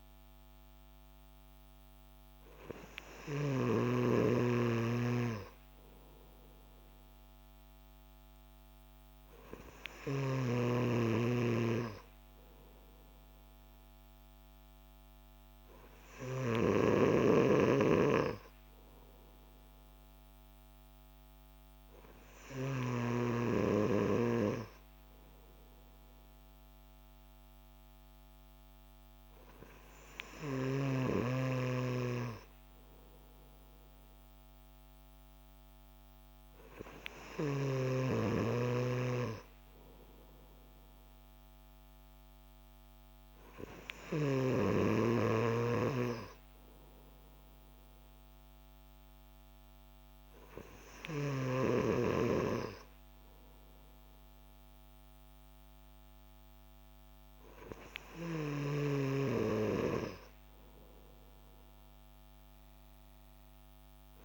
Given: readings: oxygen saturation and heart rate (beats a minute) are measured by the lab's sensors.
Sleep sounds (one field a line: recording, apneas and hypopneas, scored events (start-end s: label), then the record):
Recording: breathing in sleep by a microphone on the trachea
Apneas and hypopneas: none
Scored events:
none scored
From the record:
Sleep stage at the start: N3 (deep sleep)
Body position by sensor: on the back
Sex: male